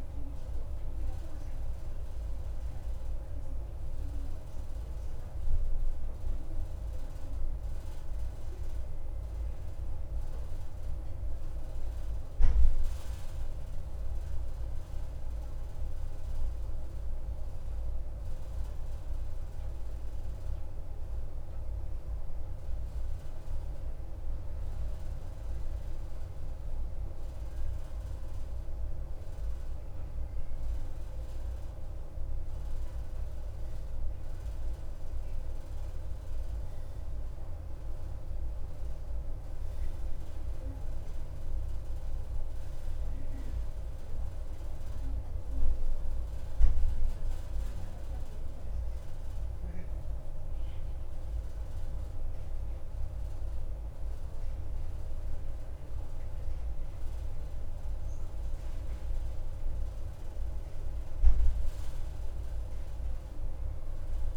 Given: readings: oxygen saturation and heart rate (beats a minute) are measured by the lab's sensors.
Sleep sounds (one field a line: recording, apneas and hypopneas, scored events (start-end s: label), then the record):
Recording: breathing in sleep, hard to hear, by a room microphone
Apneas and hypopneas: 1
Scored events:
0.00-11.00 s: oxygen desaturation (device-marked, oxygen 90% lowest, heart rate 54 extreme)
2.50-22.00 s: central apnea (oxygen 92% before, 90% lowest, heart rate 56 before, 54 extreme, up 3 after)
24.00-28.50 s: arousal
33.00-64.37 s: oxygen desaturation (device-marked, oxygen 96% before, 90% lowest, heart rate 55 before, 50 extreme)
63.00-64.37 s: arousal
From the record:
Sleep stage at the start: N2 (light sleep)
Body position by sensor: on the right side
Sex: male